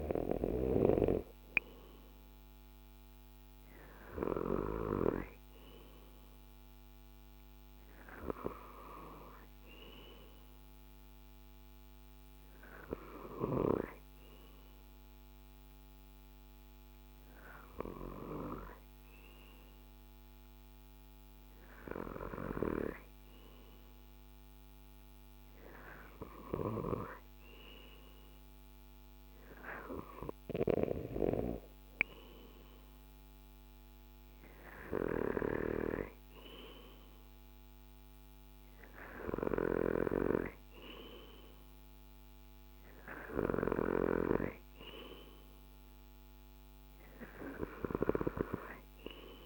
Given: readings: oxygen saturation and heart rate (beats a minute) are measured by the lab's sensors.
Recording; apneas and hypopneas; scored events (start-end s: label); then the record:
breathing in sleep by a microphone on the trachea; none
none scored
From the record:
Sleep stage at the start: N2 (light sleep); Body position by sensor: on the left side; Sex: male